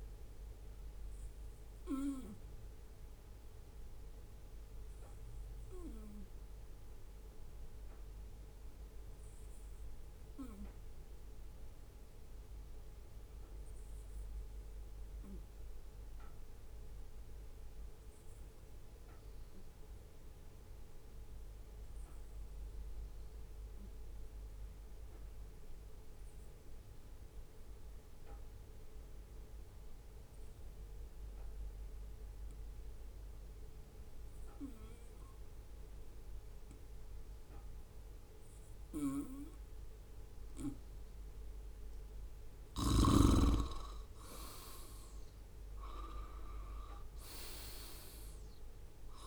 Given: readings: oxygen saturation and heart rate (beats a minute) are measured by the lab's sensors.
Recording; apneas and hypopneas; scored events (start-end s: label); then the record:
breathing in sleep by a room microphone; 1
1.50-41.00 s: obstructive apnea (oxygen 96% before, 92% lowest, heart rate 70 before, 64 extreme, up 7 after)
2.00-17.00 s: oxygen desaturation (device-marked, oxygen 95% before, 92% lowest, heart rate 70 before, 65 extreme)
34.00-49.00 s: oxygen desaturation (device-marked, oxygen 98% before, 94% lowest, heart rate 67 before, 63 extreme)
44.50-49.00 s: arousal
From the record:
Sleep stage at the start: N2 (light sleep); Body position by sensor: on the right side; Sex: male